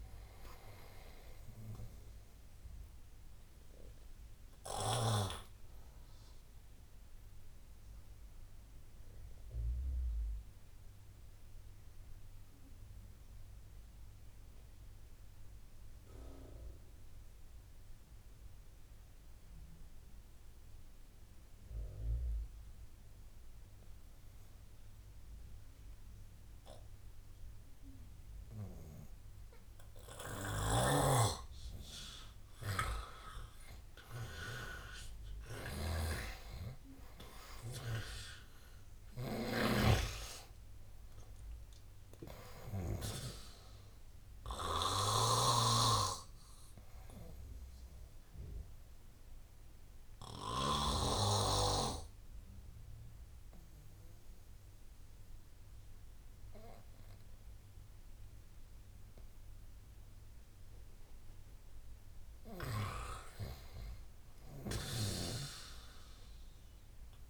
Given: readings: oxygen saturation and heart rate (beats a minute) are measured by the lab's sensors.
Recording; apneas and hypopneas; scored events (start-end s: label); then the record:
breathing in sleep by a room microphone; 2
0.00-15.00 s: oxygen desaturation (device-marked, oxygen 89% lowest, heart rate 68 extreme)
4.50-30.00 s: obstructive apnea (oxygen 98% before, 87% lowest, heart rate 87 before, 68 extreme, up 9 after)
23.00-60.00 s: oxygen desaturation (device-marked, oxygen 99% before, 87% lowest, heart rate 76 before, 70 extreme)
33.00-37.00 s: arousal
47.50-60.00 s: obstructive apnea (oxygen 99% before, 87% lowest, heart rate 81 before, 70 extreme, up 4 after)
63.00-67.00 s: arousal
From the record:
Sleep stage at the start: N2 (light sleep); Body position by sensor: on the right side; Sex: male